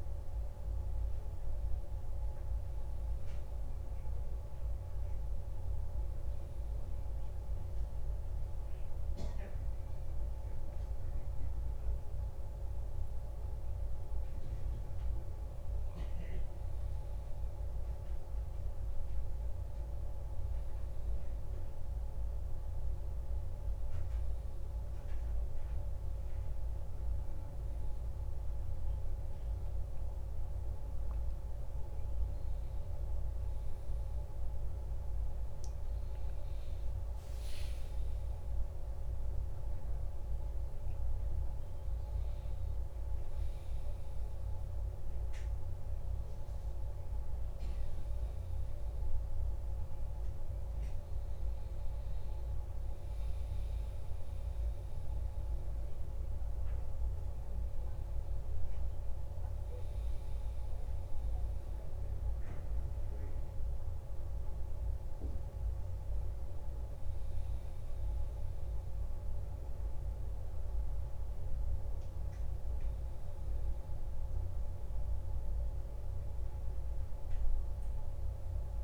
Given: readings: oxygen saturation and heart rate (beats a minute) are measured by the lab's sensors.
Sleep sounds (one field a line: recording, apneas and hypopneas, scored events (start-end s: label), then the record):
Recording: breathing in sleep, hard to hear, by a room microphone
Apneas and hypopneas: 1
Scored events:
6.50-17.50 s: hypopnea (oxygen 99% before, 95% lowest, heart rate 58 before, 54 extreme, up 2 after)
19.50-23.50 s: arousal
53.00-78.84 s: new sleep stage, N2 (light sleep)
74.00-77.50 s: arousal
From the record:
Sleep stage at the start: N1 (lightest sleep)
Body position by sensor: on the back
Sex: male